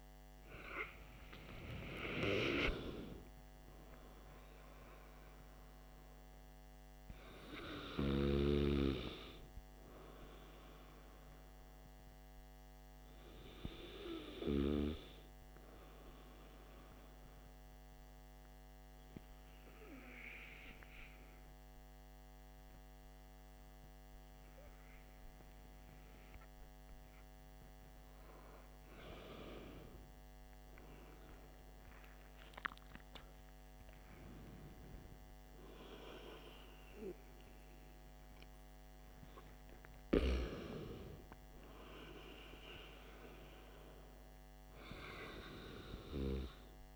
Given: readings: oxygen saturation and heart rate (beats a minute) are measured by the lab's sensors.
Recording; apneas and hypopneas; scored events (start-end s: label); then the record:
breathing in sleep by a microphone on the trachea; 1
12.50-27.50 s: hypopnea (oxygen 96% before, 93% lowest, heart rate 59 before, 52 extreme, up 11 after)
31.50-35.00 s: arousal
From the record:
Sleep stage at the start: N2 (light sleep); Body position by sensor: on the back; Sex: male